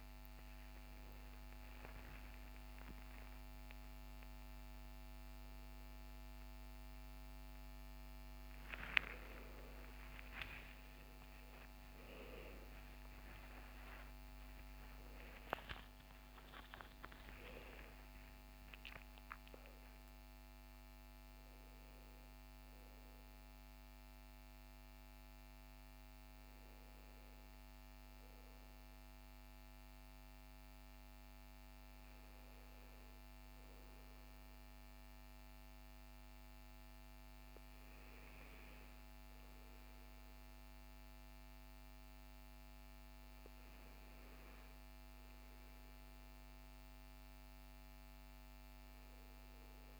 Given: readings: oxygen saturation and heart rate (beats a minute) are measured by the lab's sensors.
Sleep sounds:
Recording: a person awake in a sleep study, by a microphone on the trachea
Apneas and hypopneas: none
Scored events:
28.50-50.00 s: new sleep stage, N2 (light sleep)
From the record:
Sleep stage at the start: awake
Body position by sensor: on the back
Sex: male

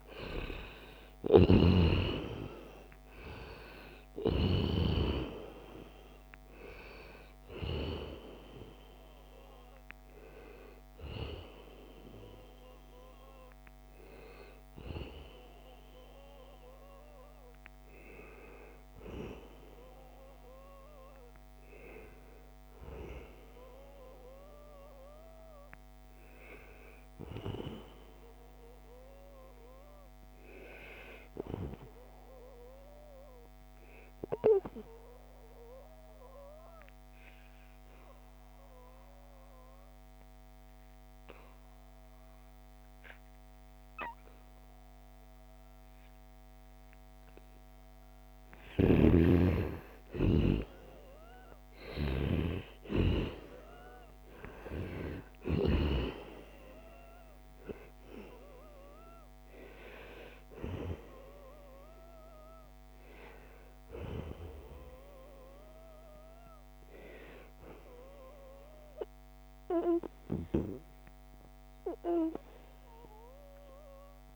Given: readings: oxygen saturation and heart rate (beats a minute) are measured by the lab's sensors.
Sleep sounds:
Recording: a person partly awake in a sleep study, by a microphone on the trachea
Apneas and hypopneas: 1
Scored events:
0.00-1.50 s: snoring (device-marked)
0.00-19.00 s: oxygen desaturation (device-marked, oxygen 86% lowest, heart rate 68 extreme)
25.00-55.00 s: new sleep stage, N1 (lightest sleep)
32.00-48.00 s: obstructive apnea (oxygen 98% before, 92% lowest, heart rate 79 before, 73 extreme, up 3 after)
49.00-68.00 s: oxygen desaturation (device-marked, oxygen 97% before, 92% lowest, heart rate 76 before, 72 extreme)
55.00-60.00 s: arousal
55.00-74.36 s: new sleep stage, N2 (light sleep)
From the record:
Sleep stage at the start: awake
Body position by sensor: on the right side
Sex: male

